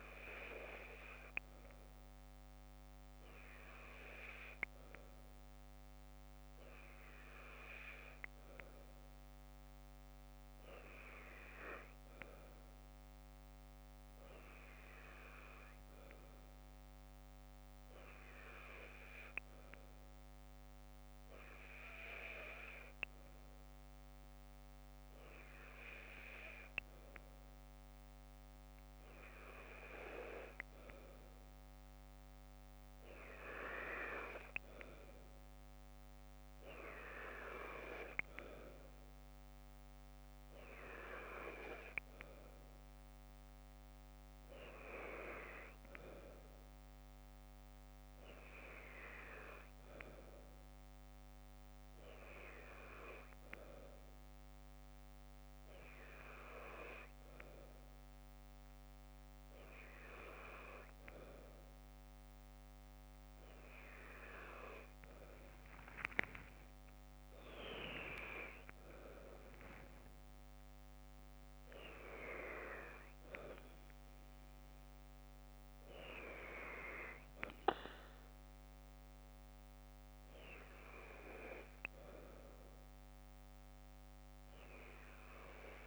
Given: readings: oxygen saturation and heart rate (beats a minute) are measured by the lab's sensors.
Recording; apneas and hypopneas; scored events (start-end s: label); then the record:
breathing in sleep by a microphone on the trachea; none
64.00-69.00 s: arousal
From the record:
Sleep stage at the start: N2 (light sleep); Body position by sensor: on the left side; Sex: female